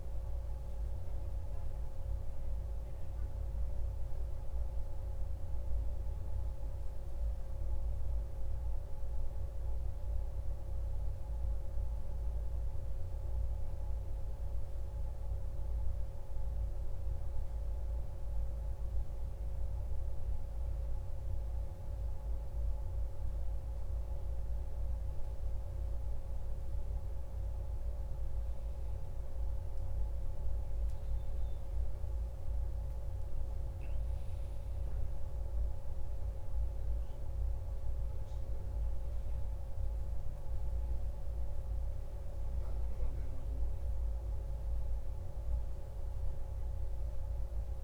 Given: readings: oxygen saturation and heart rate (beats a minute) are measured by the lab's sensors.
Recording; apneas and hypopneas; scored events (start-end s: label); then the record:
a person awake in a sleep study, hard to hear, by a room microphone; none
none scored
From the record:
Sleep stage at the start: awake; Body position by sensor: on the back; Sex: male